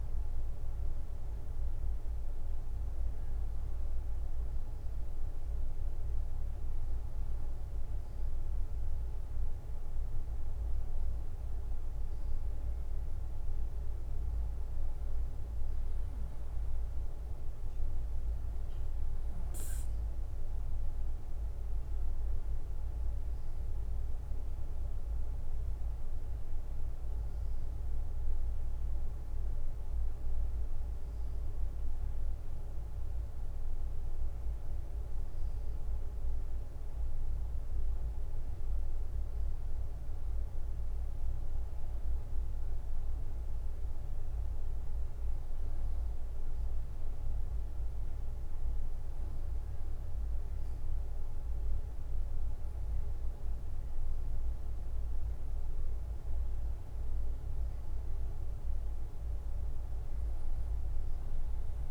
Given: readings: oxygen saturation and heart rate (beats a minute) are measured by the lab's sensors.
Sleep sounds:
breathing in sleep, hard to hear, by a room microphone; none
none scored
From the record:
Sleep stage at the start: N2 (light sleep); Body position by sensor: on the right side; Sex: male

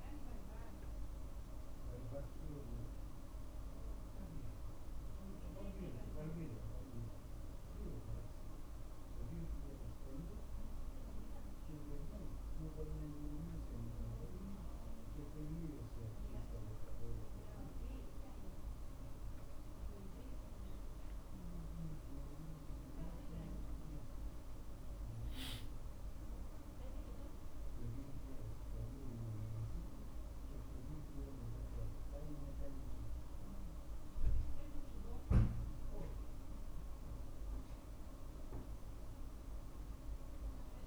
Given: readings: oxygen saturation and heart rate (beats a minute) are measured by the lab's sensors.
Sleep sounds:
a person awake in a sleep study, by a room microphone; none
none scored
From the record:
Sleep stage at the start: awake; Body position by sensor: on the back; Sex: male

